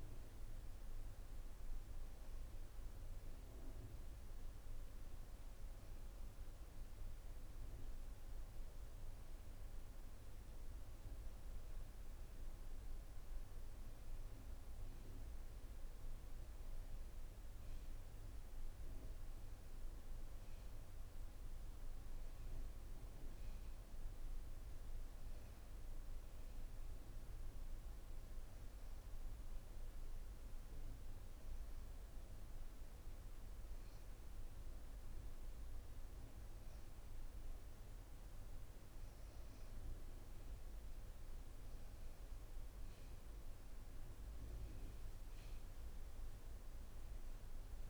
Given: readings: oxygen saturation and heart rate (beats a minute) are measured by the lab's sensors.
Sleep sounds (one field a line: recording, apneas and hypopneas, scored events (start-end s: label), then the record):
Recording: breathing in sleep, hard to hear, by a room microphone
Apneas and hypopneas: none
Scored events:
none scored
From the record:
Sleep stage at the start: N1 (lightest sleep)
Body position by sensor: on the back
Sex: female